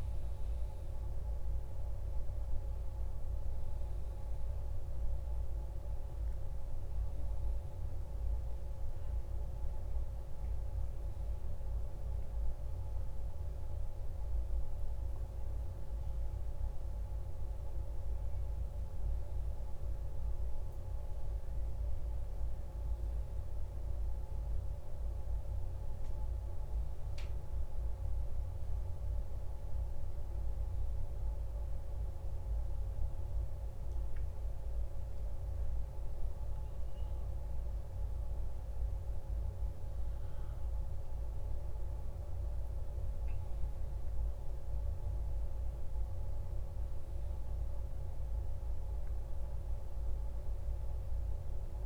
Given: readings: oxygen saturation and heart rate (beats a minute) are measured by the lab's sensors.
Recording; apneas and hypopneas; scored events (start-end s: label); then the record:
breathing in sleep, hard to hear, by a room microphone; 2
7.00-18.00 s: hypopnea (oxygen 97% before, 94% lowest, heart rate 56 before, 52 extreme, up 3 after)
19.50-24.00 s: arousal
32.50-46.00 s: hypopnea (oxygen 98% before, 94% lowest, heart rate 55 before, 52 extreme, up 8 after)
From the record:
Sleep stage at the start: N2 (light sleep); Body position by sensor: on the back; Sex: male